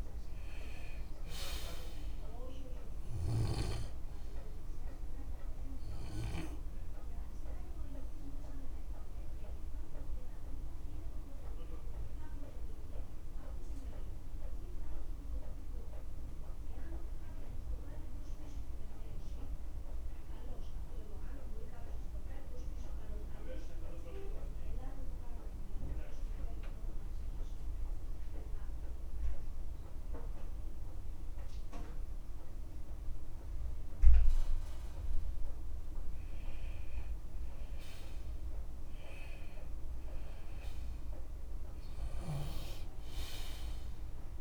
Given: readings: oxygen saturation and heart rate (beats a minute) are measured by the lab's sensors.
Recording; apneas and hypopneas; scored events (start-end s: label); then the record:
breathing in sleep by a room microphone; 1
0.00-27.50 s: oxygen desaturation (device-marked, oxygen 89% lowest, heart rate 50 extreme)
9.00-35.00 s: mixed apnea (oxygen 98% before, 89% lowest, heart rate 56 before, 51 extreme, up 14 after)
36.50-38.50 s: long interval between heartbeats (device-marked, heart rate 52 before, 62 extreme)
37.00-41.00 s: arousal
39.50-44.41 s: oxygen desaturation (device-marked, oxygen 97% before, 89% lowest, heart rate 54 before, 44 extreme)
From the record:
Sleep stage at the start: N2 (light sleep); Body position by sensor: on the left side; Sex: male